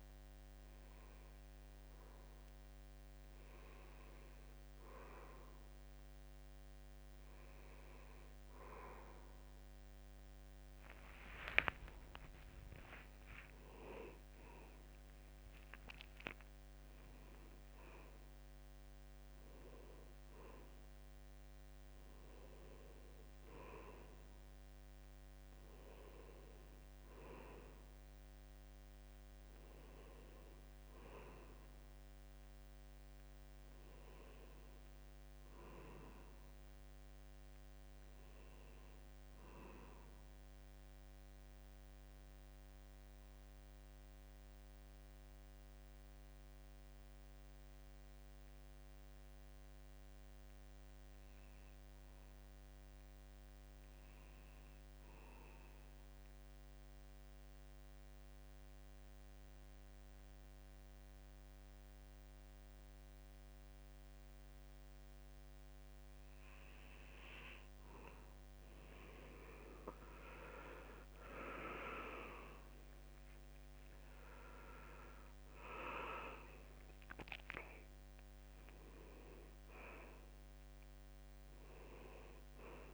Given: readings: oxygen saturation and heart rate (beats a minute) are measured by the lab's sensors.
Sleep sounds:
breathing in sleep by a microphone on the trachea; 1
10.50-14.00 s: arousal
16.50-82.94 s: new sleep stage, N2 (light sleep)
41.00-67.50 s: mixed apnea (oxygen 93% before, 84% lowest, heart rate 74 before, 70 extreme, up 7 after)
60.50-82.94 s: oxygen desaturation (device-marked, oxygen 93% before, 84% lowest, heart rate 71 before, 72 extreme)
70.50-74.00 s: arousal
From the record:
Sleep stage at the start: N1 (lightest sleep); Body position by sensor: on the back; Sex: male

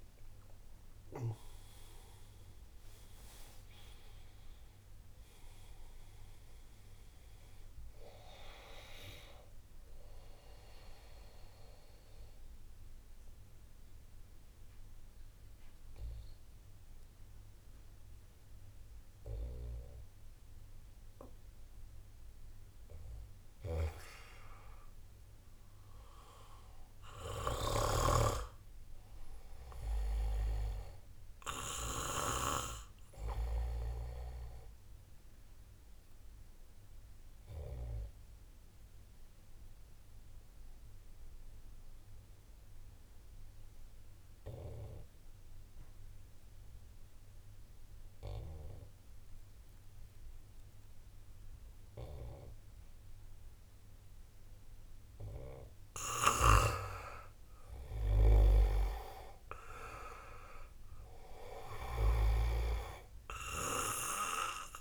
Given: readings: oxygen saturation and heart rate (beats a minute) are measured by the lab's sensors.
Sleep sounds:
breathing in sleep by a room microphone; 2
0.00-21.00 s: oxygen desaturation (device-marked, oxygen 89% lowest)
10.50-23.00 s: obstructive apnea (oxygen 95% before, 89% lowest)
24.50-28.50 s: arousal
36.00-55.50 s: obstructive apnea (oxygen 99% before, 93% lowest, heart rate 57 before, 29 extreme, up 0 after)
57.00-61.00 s: arousal
58.00-64.81 s: oxygen desaturation (device-marked, oxygen 98% before, 94% lowest, heart rate 60 before, 29 extreme)
From the record:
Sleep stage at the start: REM sleep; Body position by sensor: on the back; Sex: male

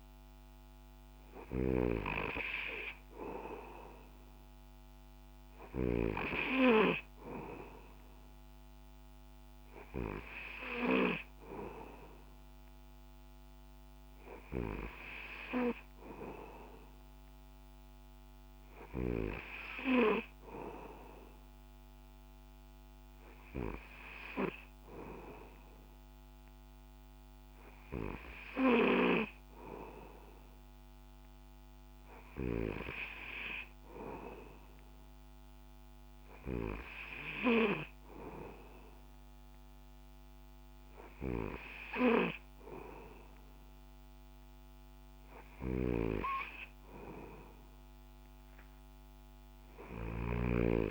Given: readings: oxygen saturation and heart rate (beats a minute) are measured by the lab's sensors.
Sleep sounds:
breathing in sleep by a microphone on the trachea; none
none scored
From the record:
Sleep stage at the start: N2 (light sleep); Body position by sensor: on the back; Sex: male

